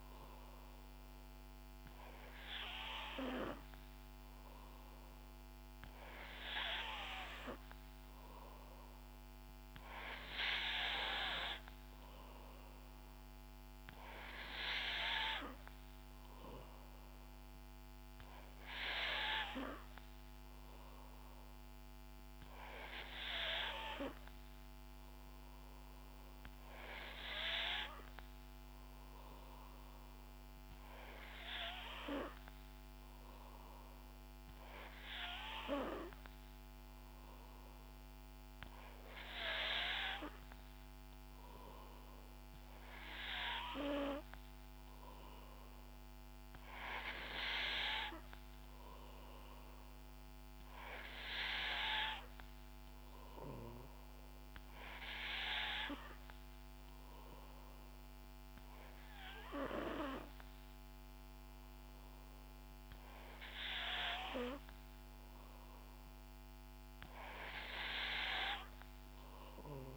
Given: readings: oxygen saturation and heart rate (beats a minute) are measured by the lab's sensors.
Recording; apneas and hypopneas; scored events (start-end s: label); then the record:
breathing in sleep by a microphone on the trachea; none
none scored
From the record:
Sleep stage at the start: N3 (deep sleep); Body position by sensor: on the back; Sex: female